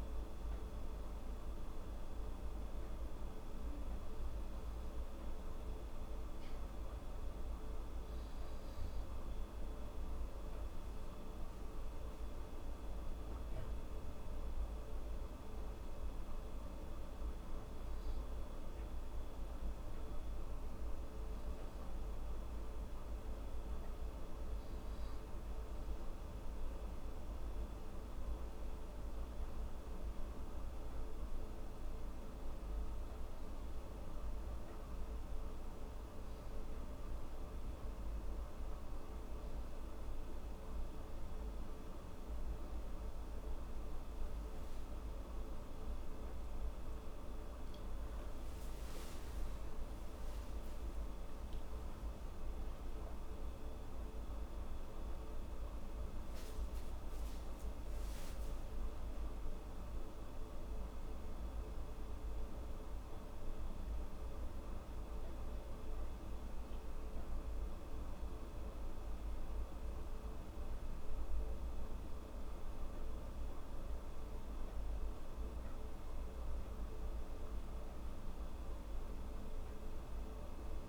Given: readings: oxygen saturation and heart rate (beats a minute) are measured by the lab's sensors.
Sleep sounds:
breathing in sleep, hard to hear, by a room microphone; none
46.50-51.00 s: arousal
From the record:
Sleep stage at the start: N2 (light sleep); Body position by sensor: on the back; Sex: female

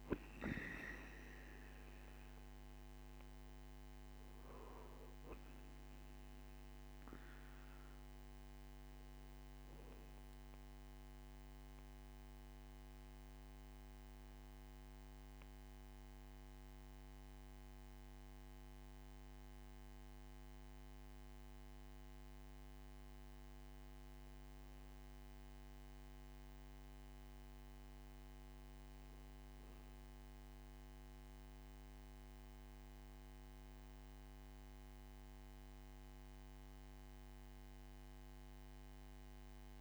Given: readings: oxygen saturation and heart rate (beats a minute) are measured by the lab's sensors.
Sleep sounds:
breathing in sleep, hard to hear, by a microphone on the trachea; 1
10.50-23.00 s: obstructive apnea (oxygen 99% before, 95% lowest, heart rate 69 before, 60 extreme, up 3 after)
14.00-39.81 s: oxygen desaturation (device-marked, oxygen 98% before, 95% lowest, heart rate 69 before, 60 extreme)
28.00-32.00 s: arousal
From the record:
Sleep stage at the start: REM sleep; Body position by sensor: on the right side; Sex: male

